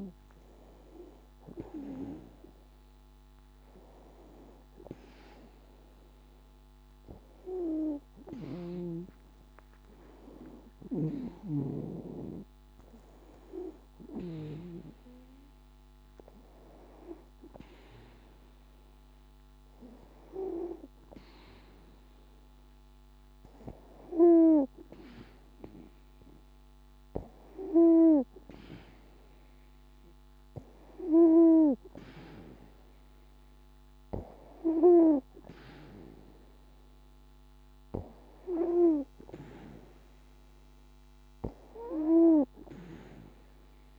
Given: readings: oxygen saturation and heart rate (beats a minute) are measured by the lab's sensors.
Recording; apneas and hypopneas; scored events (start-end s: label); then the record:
breathing in sleep by a microphone on the trachea; none
none scored
From the record:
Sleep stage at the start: N2 (light sleep); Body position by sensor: on the back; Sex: female